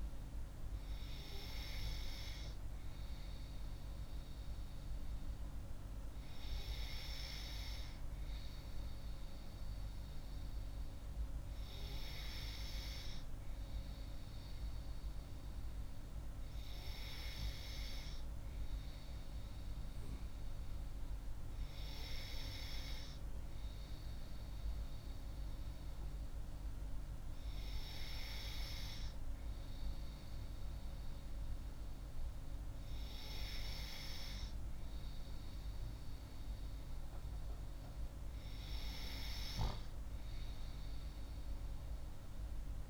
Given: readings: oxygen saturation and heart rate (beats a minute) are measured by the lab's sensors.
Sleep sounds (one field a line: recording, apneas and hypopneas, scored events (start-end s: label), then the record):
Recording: breathing in sleep by a room microphone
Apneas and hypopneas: none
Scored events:
none scored
From the record:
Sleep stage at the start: N3 (deep sleep)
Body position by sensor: on the left side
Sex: female